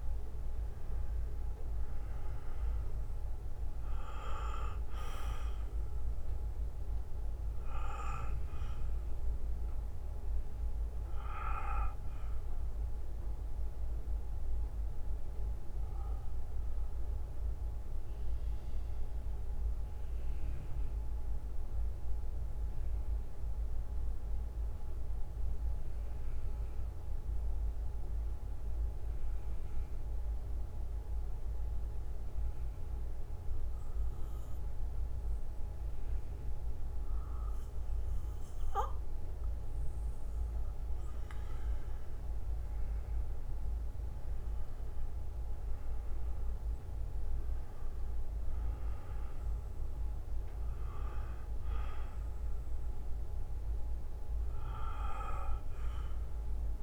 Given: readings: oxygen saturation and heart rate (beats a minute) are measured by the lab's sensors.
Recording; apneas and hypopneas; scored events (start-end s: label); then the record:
breathing in sleep by a room microphone; 1
2.00-11.00 s: oxygen desaturation (device-marked, oxygen 97% before, 93% lowest, heart rate 61 before, 49 extreme)
7.00-41.00 s: bradycardia (device-marked, heart rate 59 before, 49 extreme)
18.00-31.00 s: oxygen desaturation (device-marked, oxygen 94% before, 90% lowest, heart rate 61 before, 49 extreme)
19.50-40.50 s: mixed apnea (oxygen 98% before, 89% lowest, heart rate 61 before, 49 extreme, up 13 after)
44.00-48.00 s: arousal
50.00-52.00 s: bradycardia (device-marked, heart rate 59 before, 64 extreme)
55.00-56.83 s: bradycardia (device-marked, heart rate 59 before, 60 extreme)
From the record:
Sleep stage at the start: N2 (light sleep); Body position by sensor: on the back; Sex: male